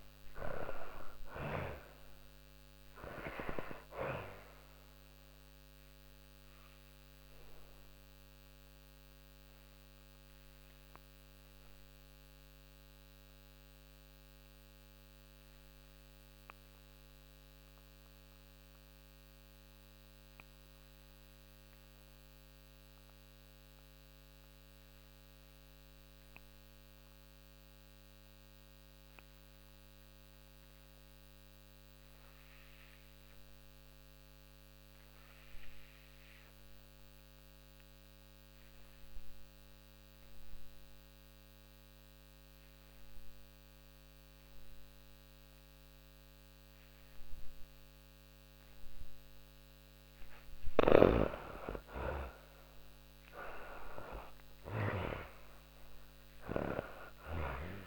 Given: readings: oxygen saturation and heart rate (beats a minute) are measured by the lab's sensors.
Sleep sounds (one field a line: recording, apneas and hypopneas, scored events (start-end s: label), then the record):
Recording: breathing in sleep by a microphone on the trachea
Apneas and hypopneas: 1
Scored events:
0.00-23.50 s: oxygen desaturation (device-marked, oxygen 80% lowest, heart rate 41 extreme)
3.00-46.00 s: obstructive apnea (oxygen 98% before, 78% lowest, heart rate 61 before, 41 extreme)
39.50-57.87 s: oxygen desaturation (device-marked, oxygen 97% before, 78% lowest, heart rate 52 before, 46 extreme)
49.50-54.50 s: arousal
From the record:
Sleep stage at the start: N2 (light sleep)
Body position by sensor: on the back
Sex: female